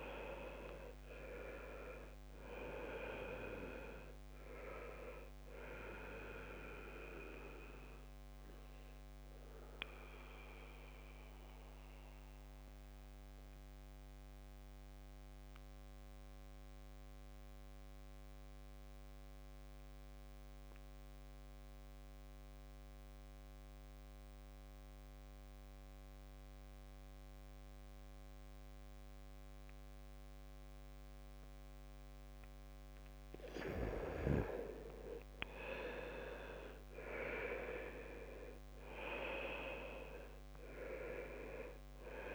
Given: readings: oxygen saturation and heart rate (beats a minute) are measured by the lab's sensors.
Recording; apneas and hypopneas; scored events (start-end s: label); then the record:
breathing in sleep by a microphone on the trachea; 1
0.00-22.50 s: oxygen desaturation (device-marked, oxygen 79% lowest, heart rate 66 extreme)
7.50-32.00 s: mixed apnea (oxygen 99% before, 77% lowest, heart rate 67 before, 62 extreme, up 4 after)
31.50-42.35 s: oxygen desaturation (device-marked, oxygen 99% before, 77% lowest, heart rate 68 before, 62 extreme)
33.50-38.00 s: arousal
From the record:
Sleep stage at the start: N2 (light sleep); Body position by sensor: on the back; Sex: male